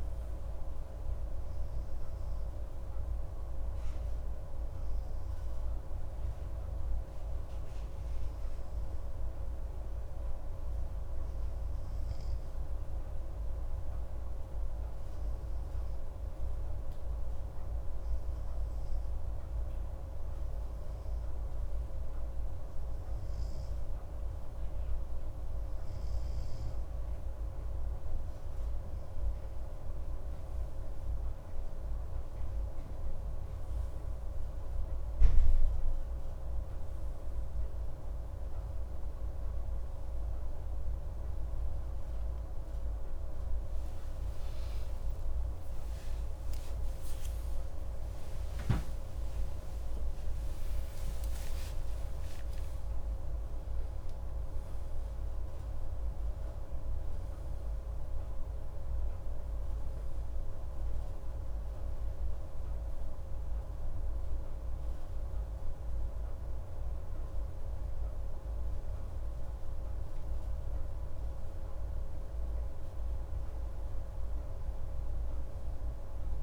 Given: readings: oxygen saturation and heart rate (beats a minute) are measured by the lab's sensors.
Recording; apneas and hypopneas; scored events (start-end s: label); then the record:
a person partly awake in a sleep study, hard to hear, by a room microphone; 1
9.50-13.50 s: arousal
18.00-28.50 s: hypopnea (oxygen 97% before, 96% lowest, heart rate 102 before, 118 extreme, up 42 after)
44.00-76.43 s: new sleep stage, awake
From the record:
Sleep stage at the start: N2 (light sleep); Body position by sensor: on the right side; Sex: male